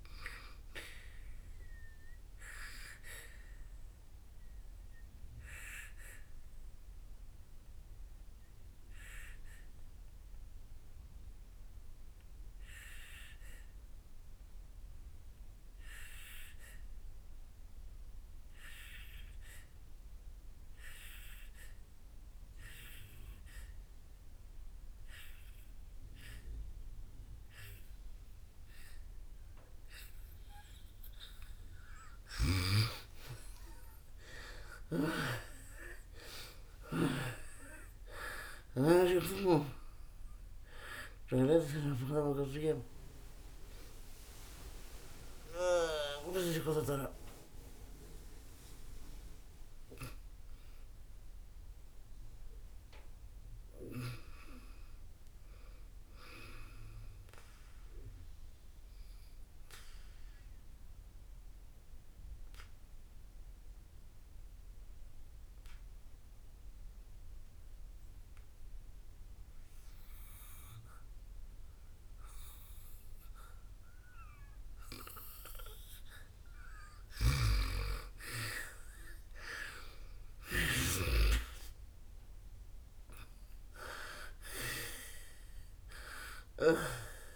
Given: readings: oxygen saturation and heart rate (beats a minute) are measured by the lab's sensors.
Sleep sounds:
breathing in sleep by a room microphone; 2
0.00-26.00 s: oxygen desaturation (device-marked, oxygen 84% lowest, heart rate 56 extreme)
3.50-32.00 s: obstructive apnea (oxygen 98% before, 84% lowest, heart rate 65 before, 56 extreme, up 8 after)
33.50-38.00 s: arousal
34.00-70.00 s: oxygen desaturation (device-marked, oxygen 98% before, 85% lowest, heart rate 60 before, 62 extreme)
41.50-47.00 s: snoring (device-marked)
59.00-75.50 s: obstructive apnea (oxygen 98% before, 82% lowest, heart rate 69 before, 58 extreme, up 7 after)
79.00-87.36 s: oxygen desaturation (device-marked, oxygen 98% before, 82% lowest, heart rate 63 before, 57 extreme)
79.50-85.50 s: arousal
From the record:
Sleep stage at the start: N2 (light sleep); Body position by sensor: on the back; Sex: female

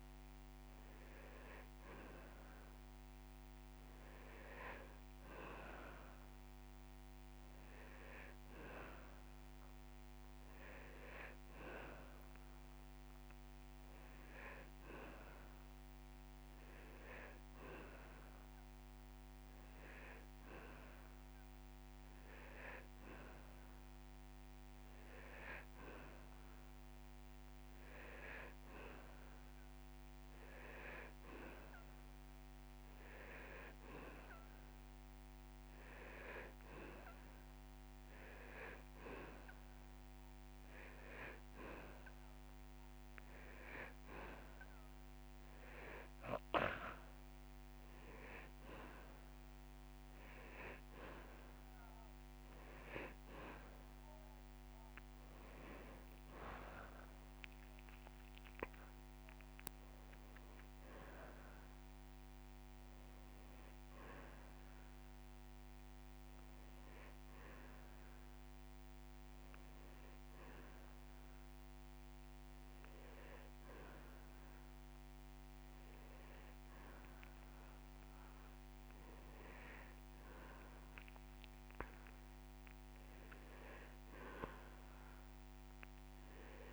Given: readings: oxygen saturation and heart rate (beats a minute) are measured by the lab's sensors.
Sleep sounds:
breathing in sleep by a microphone on the trachea; none
1.50-7.50 s: drop in pulse transit time (device-marked)
53.50-55.50 s: long interval between heartbeats (device-marked)
55.00-59.00 s: arousal
62.50-64.50 s: long interval between heartbeats (device-marked)
From the record:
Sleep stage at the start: N2 (light sleep); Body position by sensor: on the back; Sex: male

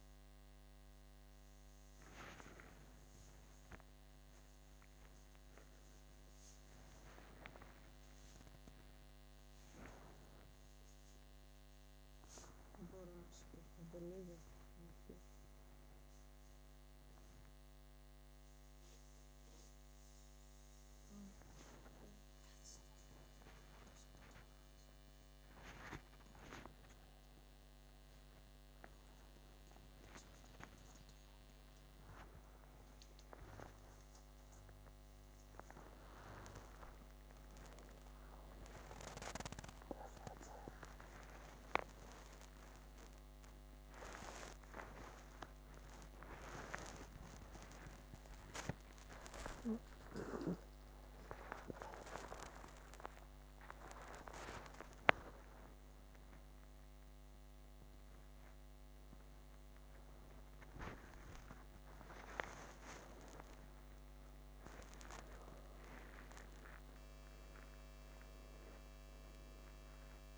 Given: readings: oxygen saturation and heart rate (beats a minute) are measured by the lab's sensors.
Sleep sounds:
a person awake in a sleep study, by a microphone on the trachea; none
33.50-35.50 s: long interval between heartbeats (device-marked, heart rate 75 before, 92 extreme)
36.50-38.50 s: long interval between heartbeats (device-marked, heart rate 80 before, 157 extreme)
39.50-41.50 s: long interval between heartbeats (device-marked, heart rate 93 before, 166 extreme)
42.50-44.50 s: long interval between heartbeats (device-marked, heart rate 107 before, 116 extreme)
52.50-54.50 s: long interval between heartbeats (device-marked, heart rate 115 before, 115 extreme)
61.50-63.50 s: long interval between heartbeats (device-marked, heart rate 102 before, 87 extreme)
63.50-65.50 s: long interval between heartbeats (device-marked, heart rate 97 before, 109 extreme)
66.00-68.00 s: long interval between heartbeats (device-marked, heart rate 99 before, 141 extreme)
From the record:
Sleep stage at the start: awake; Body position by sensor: upright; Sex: female

